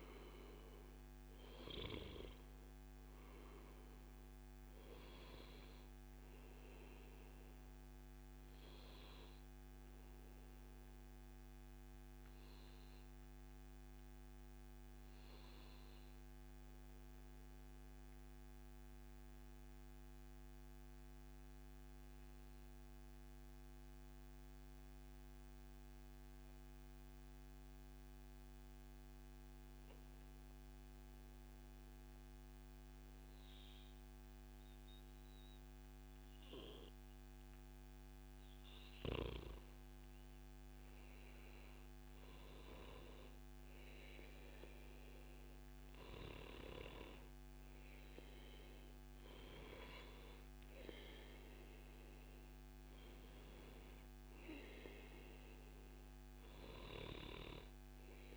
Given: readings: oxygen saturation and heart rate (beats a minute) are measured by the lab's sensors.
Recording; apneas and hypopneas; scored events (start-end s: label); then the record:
breathing in sleep by a microphone on the trachea; 1
9.00-38.00 s: obstructive apnea (oxygen 98% before, 94% lowest, heart rate 115 before, 104 extreme, up 6 after)
38.50-40.50 s: long interval between heartbeats (device-marked, heart rate 108 before, 108 extreme)
40.50-44.00 s: arousal
45.50-58.37 s: oxygen desaturation (device-marked, oxygen 97% before, 94% lowest, heart rate 108 before, 97 extreme)
From the record:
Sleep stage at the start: N2 (light sleep); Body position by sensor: on the back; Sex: male